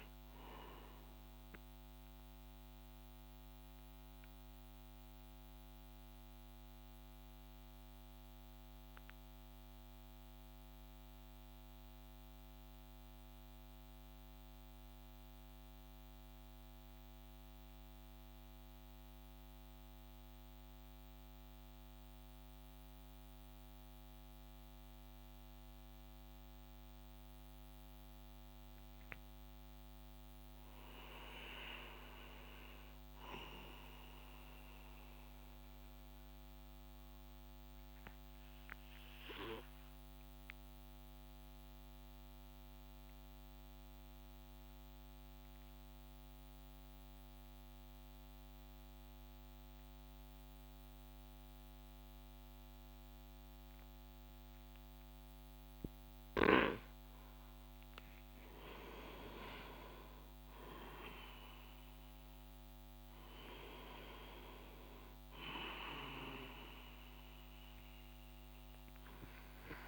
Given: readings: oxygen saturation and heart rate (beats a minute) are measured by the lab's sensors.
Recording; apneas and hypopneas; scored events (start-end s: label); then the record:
breathing in sleep by a microphone on the trachea; 2
3.00-27.50 s: central apnea (oxygen 96% before, 92% lowest)
28.50-33.00 s: arousal
36.50-58.00 s: mixed apnea (oxygen 99% before, 93% lowest)
58.50-63.00 s: arousal
From the record:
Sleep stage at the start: N2 (light sleep); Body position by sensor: on the back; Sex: male